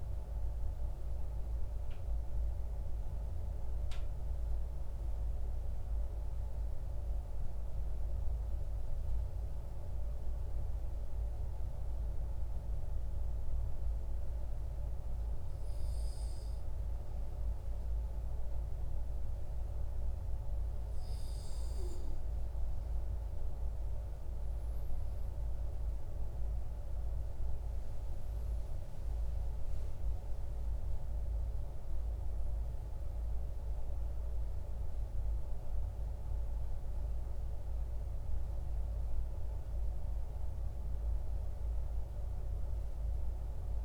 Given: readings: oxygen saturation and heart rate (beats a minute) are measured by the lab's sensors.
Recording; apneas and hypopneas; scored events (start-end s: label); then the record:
breathing in sleep, hard to hear, by a room microphone; 1
5.50-21.50 s: obstructive apnea (oxygen 97% before, 95% lowest, heart rate 68 before, 49 extreme, up 14 after)
24.50-30.00 s: arousal
From the record:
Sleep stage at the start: REM sleep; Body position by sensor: on the back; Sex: male